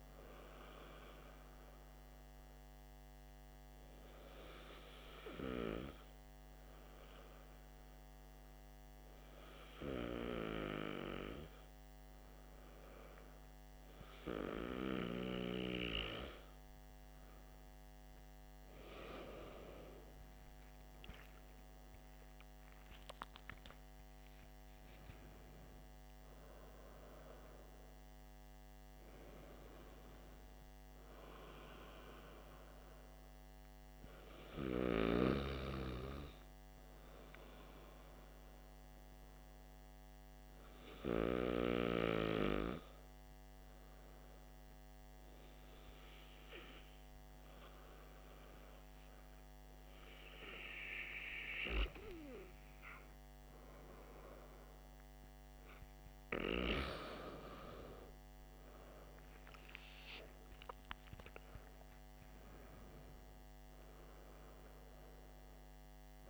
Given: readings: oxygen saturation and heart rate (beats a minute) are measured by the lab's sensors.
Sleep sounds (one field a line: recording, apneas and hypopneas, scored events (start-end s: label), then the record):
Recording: breathing in sleep by a microphone on the trachea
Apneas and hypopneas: 2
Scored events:
3.00-18.50 s: hypopnea (oxygen 97% before, 94% lowest, heart rate 57 before, 53 extreme, up 16 after)
21.50-25.50 s: arousal
36.00-55.00 s: hypopnea (oxygen 95% before, 93% lowest, heart rate 62 before, 54 extreme, up 7 after)
59.00-63.00 s: arousal
From the record:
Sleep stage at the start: N2 (light sleep)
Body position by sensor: on the back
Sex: male